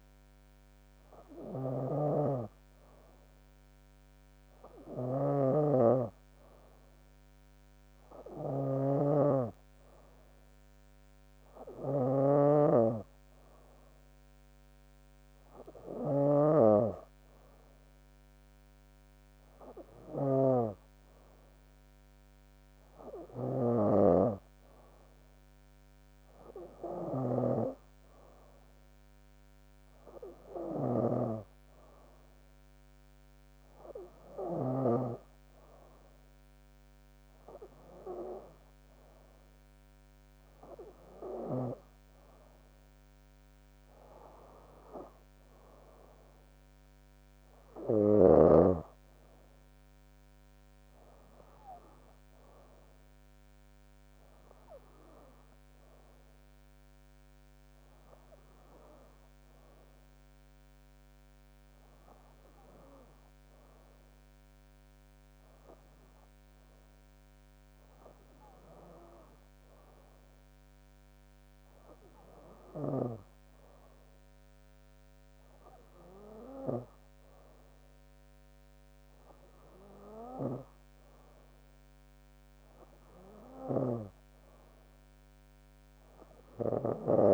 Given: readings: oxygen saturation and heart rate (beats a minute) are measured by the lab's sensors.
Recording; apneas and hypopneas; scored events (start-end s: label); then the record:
breathing in sleep by a microphone on the trachea; 1
0.00-35.00 s: snoring (device-marked)
55.50-69.00 s: hypopnea (oxygen 95% before, 93% lowest, heart rate 69 before, 64 extreme, up 7 after)
83.50-87.00 s: snoring (device-marked)
From the record:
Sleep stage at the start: N2 (light sleep); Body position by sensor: on the back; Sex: female